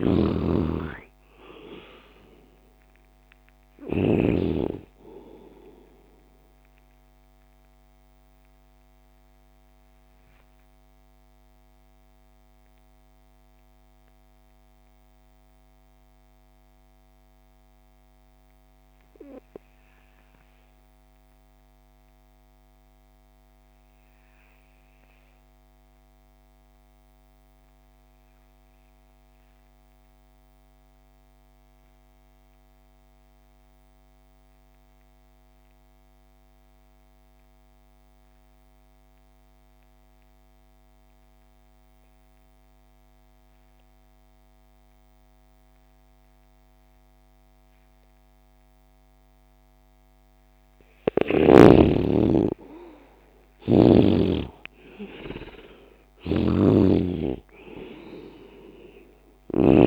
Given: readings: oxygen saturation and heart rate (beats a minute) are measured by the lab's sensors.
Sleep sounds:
breathing in sleep by a microphone on the trachea; 1
0.00-4.00 s: snoring (device-marked)
0.00-20.50 s: oxygen desaturation (device-marked, oxygen 68% lowest)
7.00-50.50 s: mixed apnea (oxygen 90% before, 68% lowest)
32.50-59.87 s: oxygen desaturation (device-marked, oxygen 99% before, 71% lowest)
52.00-55.00 s: arousal
53.00-59.50 s: snoring (device-marked)
From the record:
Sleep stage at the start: REM sleep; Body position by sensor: on the left side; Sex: male

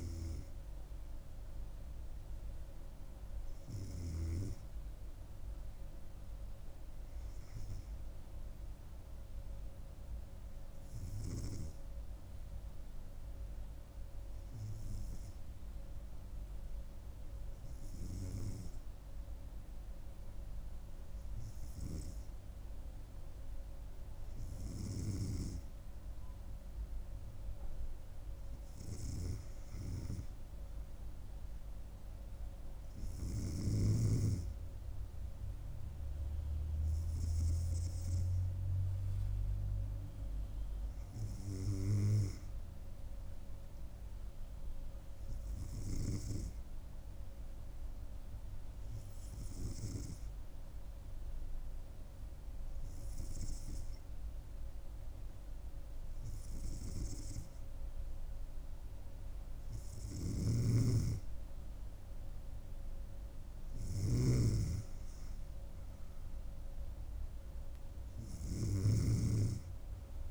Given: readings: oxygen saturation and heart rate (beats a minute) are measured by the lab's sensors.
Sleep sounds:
breathing in sleep by a room microphone; 2
7.50-24.50 s: hypopnea (oxygen 97% before, 94% lowest, heart rate 67 before, 68 extreme, up 1 after)
29.50-34.00 s: arousal
37.50-57.50 s: hypopnea (oxygen 97% before, 94% lowest, heart rate 69 before, 66 extreme, up 2 after)
60.00-63.00 s: arousal
60.50-64.50 s: snoring (device-marked)
From the record:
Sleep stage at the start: N2 (light sleep); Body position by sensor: on the back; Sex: female

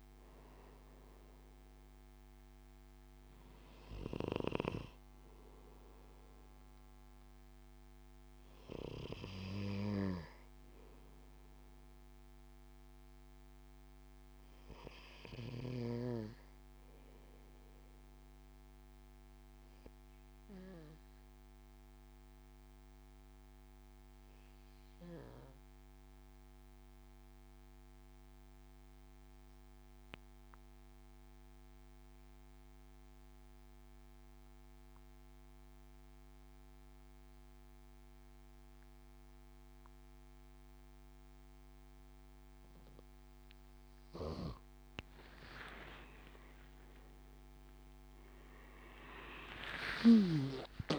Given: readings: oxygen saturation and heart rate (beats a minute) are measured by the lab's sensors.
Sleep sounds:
breathing in sleep by a microphone on the trachea; 1
0.00-16.00 s: oxygen desaturation (device-marked, oxygen 89% lowest, heart rate 63 extreme)
15.50-43.50 s: obstructive apnea (oxygen 96% before, 91% lowest, heart rate 70 before, 60 extreme, up 16 after)
35.00-50.99 s: oxygen desaturation (device-marked, oxygen 99% before, 91% lowest, heart rate 75 before, 60 extreme)
46.00-50.50 s: arousal
From the record:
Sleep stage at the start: N2 (light sleep); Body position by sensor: on the back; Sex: male

